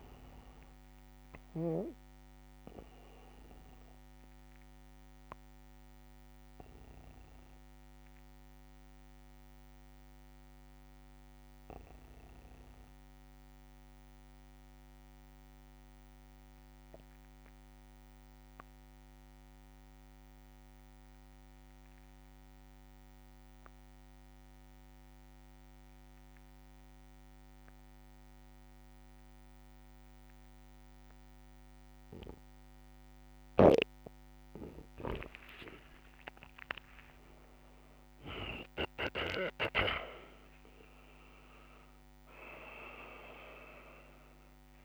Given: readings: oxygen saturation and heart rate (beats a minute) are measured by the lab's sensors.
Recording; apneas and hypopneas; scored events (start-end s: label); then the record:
breathing in sleep by a microphone on the trachea; 1
0.00-11.50 s: oxygen desaturation (device-marked, oxygen 86% lowest)
1.00-33.00 s: mixed apnea (oxygen 99% before, 85% lowest)
29.50-44.85 s: oxygen desaturation (device-marked, oxygen 98% before, 85% lowest)
33.00-38.50 s: snoring (device-marked)
36.00-41.00 s: arousal
From the record:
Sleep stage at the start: N2 (light sleep); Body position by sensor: on the back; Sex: male